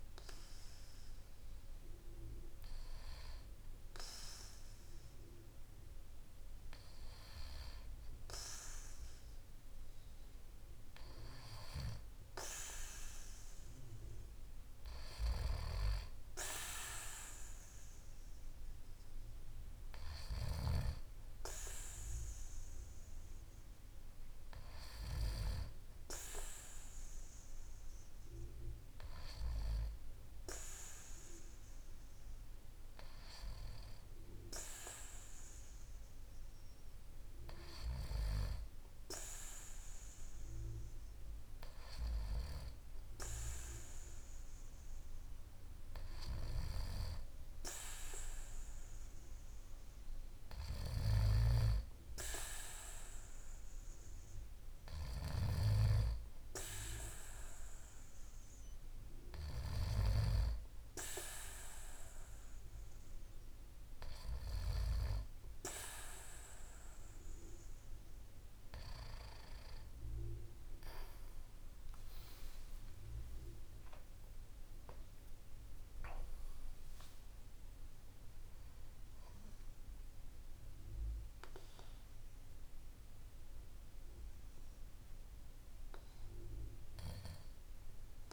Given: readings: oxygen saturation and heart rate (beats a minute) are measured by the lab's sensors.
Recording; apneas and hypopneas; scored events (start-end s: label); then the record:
breathing in sleep by a room microphone; none
72.00-79.00 s: arousal
From the record:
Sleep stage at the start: N2 (light sleep); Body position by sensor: on the back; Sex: male